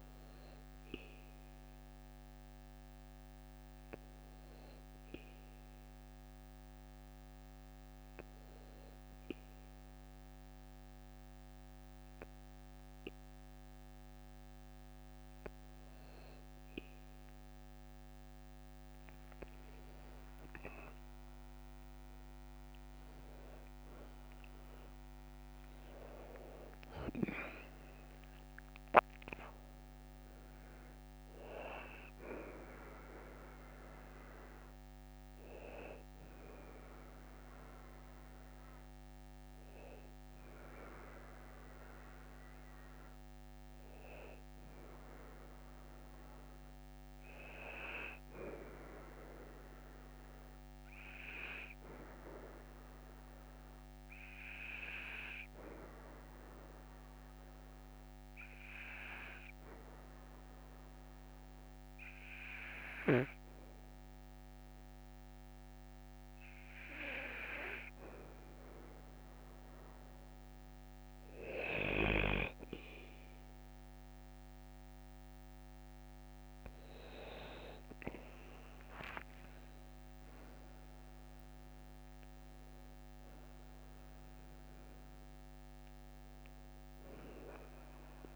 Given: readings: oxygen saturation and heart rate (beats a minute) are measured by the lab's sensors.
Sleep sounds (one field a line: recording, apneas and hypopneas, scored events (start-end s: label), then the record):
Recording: breathing in sleep by a microphone on the trachea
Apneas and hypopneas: 2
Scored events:
3.00-16.50 s: obstructive apnea (oxygen 98% before, 96% lowest, heart rate 58 before, 54 extreme)
17.50-27.50 s: tachycardia (device-marked, heart rate 62 before, 187 extreme)
19.00-21.00 s: long interval between heartbeats (device-marked, heart rate 57 before, 72 extreme)
20.50-25.50 s: arousal
24.50-26.50 s: long interval between heartbeats (device-marked, heart rate 76 before, 175 extreme)
43.50-46.50 s: arousal
50.50-67.50 s: obstructive apnea (oxygen 98% before, 93% lowest, heart rate 60 before, 54 extreme, up 2 after)
73.50-88.36 s: oxygen desaturation (device-marked, oxygen 98% before, 93% lowest, heart rate 58 before, 52 extreme)
74.50-79.00 s: arousal
78.50-80.50 s: long interval between heartbeats (device-marked, heart rate 58 before, 67 extreme)
From the record:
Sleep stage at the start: N2 (light sleep)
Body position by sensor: on the back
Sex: male